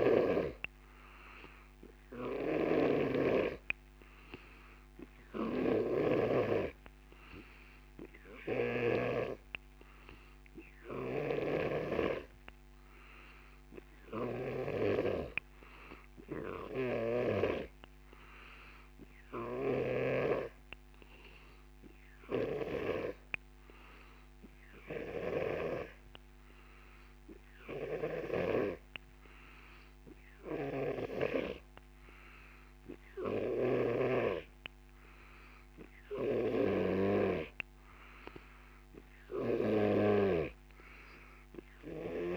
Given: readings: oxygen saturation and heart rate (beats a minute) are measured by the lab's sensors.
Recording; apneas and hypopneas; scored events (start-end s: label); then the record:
breathing in sleep by a microphone on the trachea; none
0.00-9.00 s: snoring (device-marked)
11.00-14.50 s: snoring (device-marked)
16.50-28.50 s: snoring (device-marked)
30.50-34.00 s: snoring (device-marked)
36.00-42.37 s: snoring (device-marked)
From the record:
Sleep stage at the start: N2 (light sleep); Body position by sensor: on the back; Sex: male